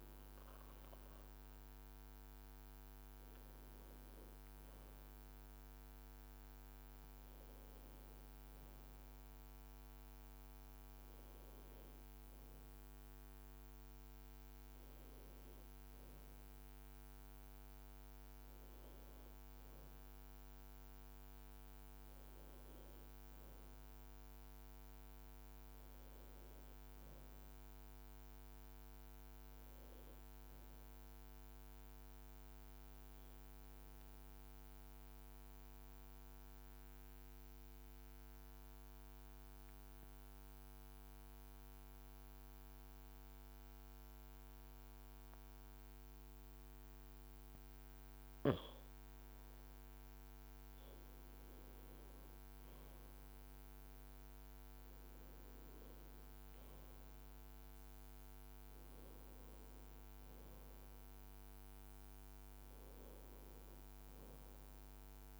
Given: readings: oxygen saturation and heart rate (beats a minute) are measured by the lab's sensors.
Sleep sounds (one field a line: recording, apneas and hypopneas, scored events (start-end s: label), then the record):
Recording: breathing in sleep, hard to hear, by a microphone on the trachea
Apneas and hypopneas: 1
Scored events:
23.50-28.50 s: arousal
33.50-48.50 s: mixed apnea (oxygen 97% before, 94% lowest, heart rate 60 before, 54 extreme, up 1 after)
50.00-54.00 s: arousal
56.50-61.50 s: leg movement (device-marked)
From the record:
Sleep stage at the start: N2 (light sleep)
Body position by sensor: on the right side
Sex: male